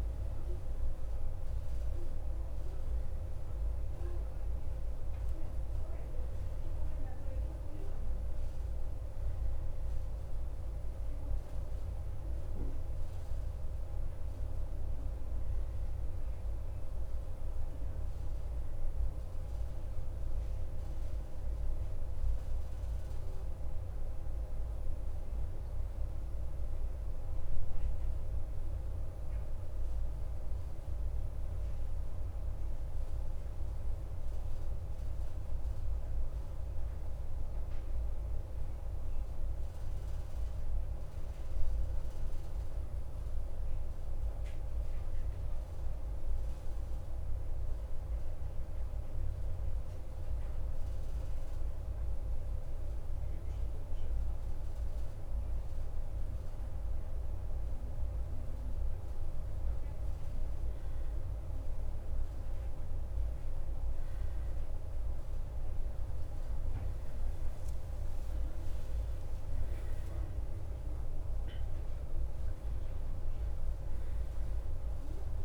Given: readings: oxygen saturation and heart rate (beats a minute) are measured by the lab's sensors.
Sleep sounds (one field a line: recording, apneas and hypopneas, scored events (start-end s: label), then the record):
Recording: breathing in sleep, hard to hear, by a room microphone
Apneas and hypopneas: 1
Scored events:
11.00-42.00 s: oxygen desaturation (device-marked, oxygen 95% before, 90% lowest, heart rate 55 before, 50 extreme)
21.50-25.00 s: arousal
29.00-53.00 s: central apnea (oxygen 95% before, 88% lowest, heart rate 56 before, 50 extreme, up 3 after)
56.00-61.00 s: arousal
62.00-75.45 s: oxygen desaturation (device-marked, oxygen 95% before, 90% lowest, heart rate 55 before, 53 extreme)
63.00-75.45 s: new sleep stage, N1 (lightest sleep)
From the record:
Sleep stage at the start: N2 (light sleep)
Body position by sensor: on the right side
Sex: male